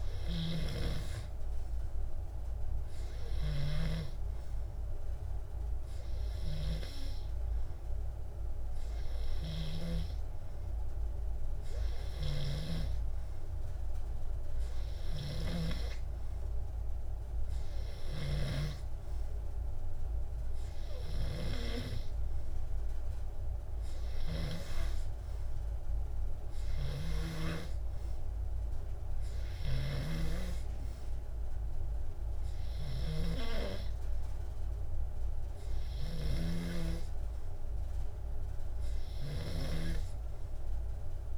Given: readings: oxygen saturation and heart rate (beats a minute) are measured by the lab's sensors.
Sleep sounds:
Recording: breathing in sleep by a room microphone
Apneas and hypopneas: none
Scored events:
none scored
From the record:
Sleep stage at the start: N2 (light sleep)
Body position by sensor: on the back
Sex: male

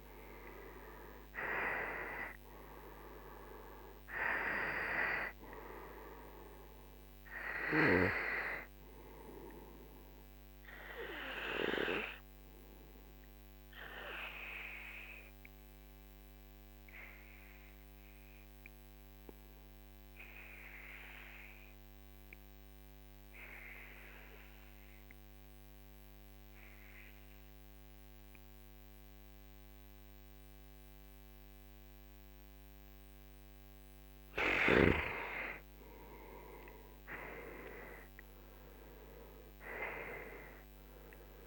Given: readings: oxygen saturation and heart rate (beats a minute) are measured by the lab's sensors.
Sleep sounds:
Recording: breathing in sleep by a microphone on the trachea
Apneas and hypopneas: 1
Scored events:
0.00-3.50 s: arousal
5.50-18.50 s: oxygen desaturation (device-marked, oxygen 92% before, 89% lowest, heart rate 54 before, 55 extreme)
14.00-34.00 s: obstructive apnea (oxygen 93% before, 89% lowest, heart rate 60 before, 47 extreme, up 8 after)
33.50-41.47 s: oxygen desaturation (device-marked, oxygen 97% before, 90% lowest, heart rate 56 before, 46 extreme)
35.50-39.50 s: arousal
From the record:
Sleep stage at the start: N2 (light sleep)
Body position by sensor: on the back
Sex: male

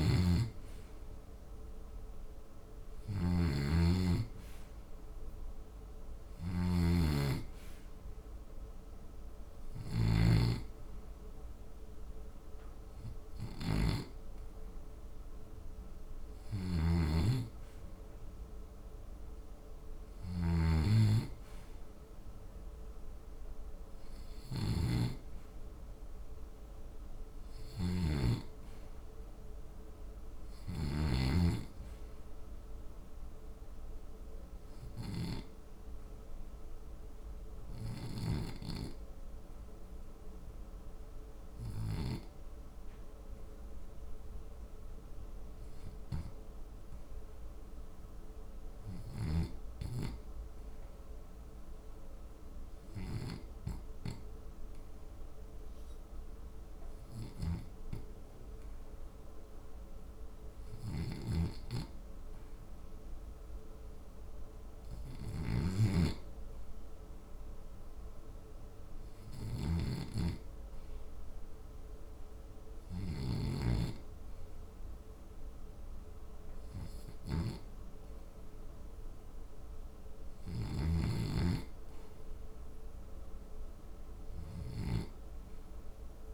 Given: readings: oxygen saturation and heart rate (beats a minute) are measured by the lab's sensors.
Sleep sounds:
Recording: breathing in sleep by a room microphone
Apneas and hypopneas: 2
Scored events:
0.00-10.00 s: snoring (device-marked)
6.00-17.50 s: hypopnea (oxygen 98% before, 86% lowest, heart rate 74 before, 72 extreme, up 4 after)
16.50-20.50 s: snoring (device-marked)
21.00-26.00 s: arousal
27.50-31.00 s: snoring (device-marked)
34.50-59.50 s: obstructive apnea (oxygen 93% before, 84% lowest, heart rate 75 before, 62 extreme, up 2 after)
57.00-86.34 s: oxygen desaturation (device-marked, oxygen 92% before, 84% lowest, heart rate 68 before, 62 extreme)
From the record:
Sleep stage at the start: N2 (light sleep)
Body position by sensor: on the back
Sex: male

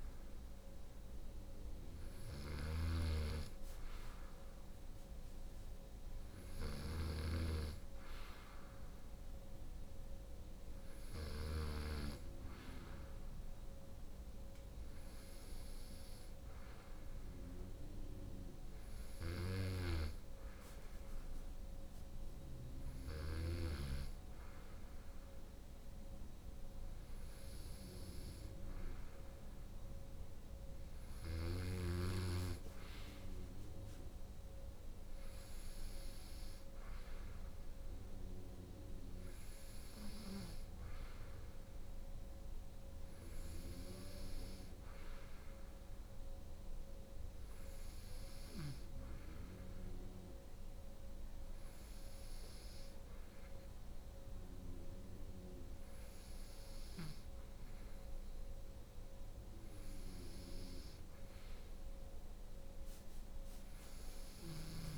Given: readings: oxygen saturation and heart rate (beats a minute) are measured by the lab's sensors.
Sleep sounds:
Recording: breathing in sleep by a room microphone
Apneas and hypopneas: none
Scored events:
0.00-11.00 s: snoring (device-marked)
18.50-22.50 s: snoring (device-marked)
63.50-64.98 s: snoring (device-marked)
From the record:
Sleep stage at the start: N2 (light sleep)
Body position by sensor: on the right side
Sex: female

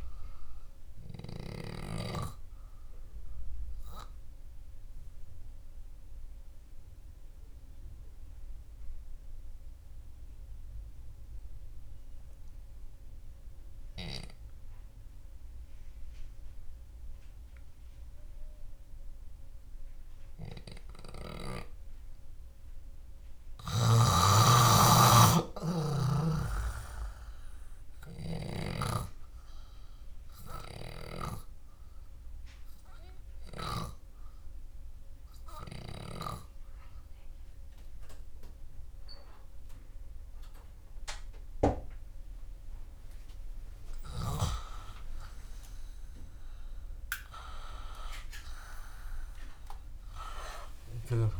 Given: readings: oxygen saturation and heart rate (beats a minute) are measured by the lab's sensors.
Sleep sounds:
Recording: breathing in sleep by a room microphone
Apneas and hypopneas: 2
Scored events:
0.00-19.00 s: oxygen desaturation (device-marked, oxygen 97% before, 91% lowest, heart rate 68 before, 57 extreme)
6.00-20.00 s: obstructive apnea (oxygen 97% before, 91% lowest, heart rate 69 before, 57 extreme, up 3 after)
23.00-26.00 s: arousal
34.50-46.00 s: hypopnea (oxygen 97% before, 91% lowest, heart rate 66 before, 68 extreme, up 8 after)
47.00-51.00 s: arousal
50.00-51.40 s: oxygen desaturation (device-marked, oxygen 98% before, 91% lowest, heart rate 77 before, 74 extreme)
From the record:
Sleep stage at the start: N2 (light sleep)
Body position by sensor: on the back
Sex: male

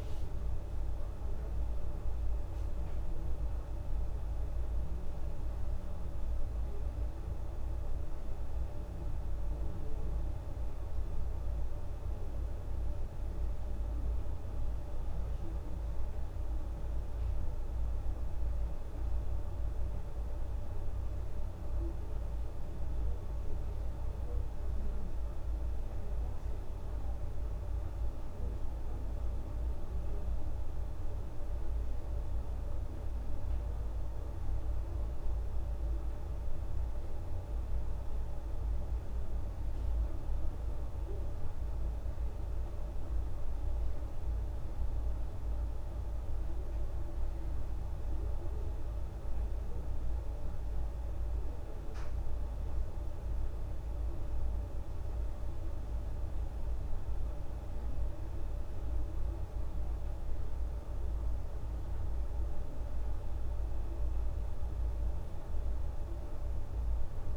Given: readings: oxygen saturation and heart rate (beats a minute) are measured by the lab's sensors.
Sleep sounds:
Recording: breathing in sleep, hard to hear, by a room microphone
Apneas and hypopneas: none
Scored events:
33.00-67.37 s: new sleep stage, N2 (light sleep)
From the record:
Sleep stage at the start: N1 (lightest sleep)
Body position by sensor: on the back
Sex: female

